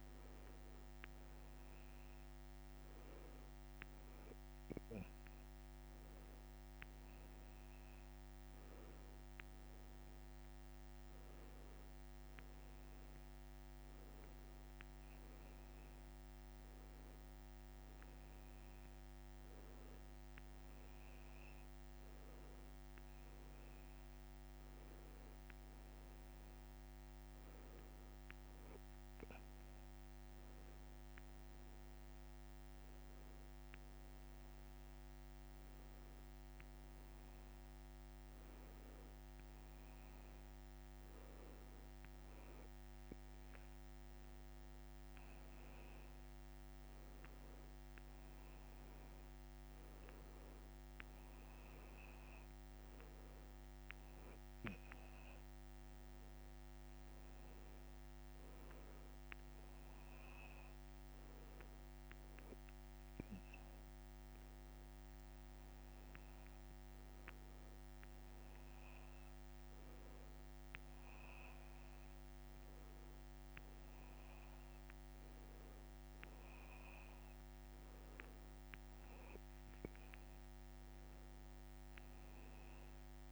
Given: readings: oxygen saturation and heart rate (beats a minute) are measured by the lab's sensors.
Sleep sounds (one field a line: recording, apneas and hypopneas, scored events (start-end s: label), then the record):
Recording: breathing in sleep, hard to hear, by a microphone on the trachea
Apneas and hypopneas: none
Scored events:
none scored
From the record:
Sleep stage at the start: N2 (light sleep)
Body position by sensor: on the back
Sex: male